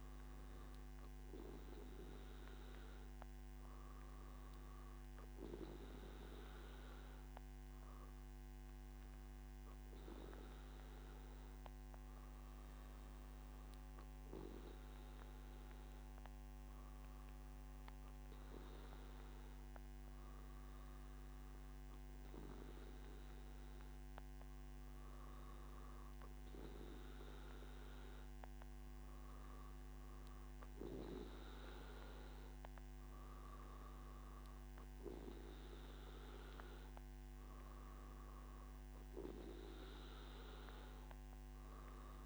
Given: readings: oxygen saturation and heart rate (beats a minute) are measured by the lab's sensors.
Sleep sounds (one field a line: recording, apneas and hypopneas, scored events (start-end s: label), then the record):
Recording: breathing in sleep by a microphone on the trachea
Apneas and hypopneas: none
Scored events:
none scored
From the record:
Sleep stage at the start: N3 (deep sleep)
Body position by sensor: on the back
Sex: male